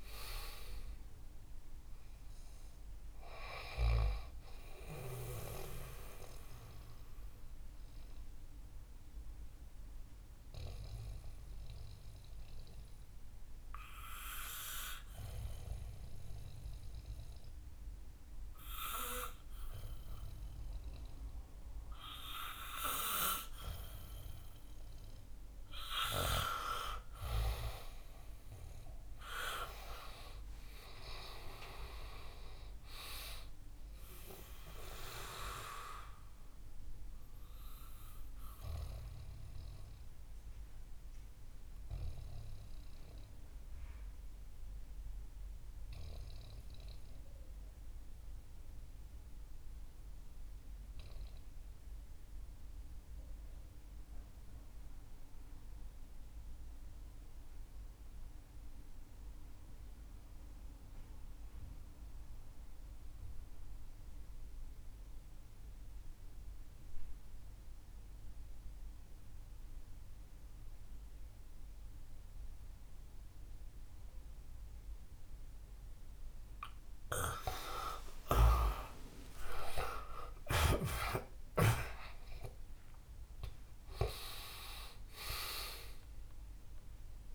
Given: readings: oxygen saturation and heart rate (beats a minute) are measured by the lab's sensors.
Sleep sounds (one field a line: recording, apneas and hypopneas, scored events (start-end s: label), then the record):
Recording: breathing in sleep by a room microphone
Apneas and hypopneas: 2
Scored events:
0.00-21.50 s: oxygen desaturation (device-marked, oxygen 74% lowest, heart rate 62 extreme)
7.00-26.50 s: obstructive apnea (oxygen 94% before, 74% lowest, heart rate 81 before, 63 extreme, up 4 after)
28.00-32.50 s: arousal
33.50-55.50 s: oxygen desaturation (device-marked, oxygen 99% before, 92% lowest, heart rate 78 before, 60 extreme)
39.00-76.00 s: obstructive apnea (oxygen 99% before, 78% lowest, heart rate 77 before, 60 extreme, up 22 after)
65.50-87.35 s: oxygen desaturation (device-marked, oxygen 99% before, 78% lowest, heart rate 64 before, 60 extreme)
77.50-83.00 s: arousal
From the record:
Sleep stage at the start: REM sleep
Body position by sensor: on the back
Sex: male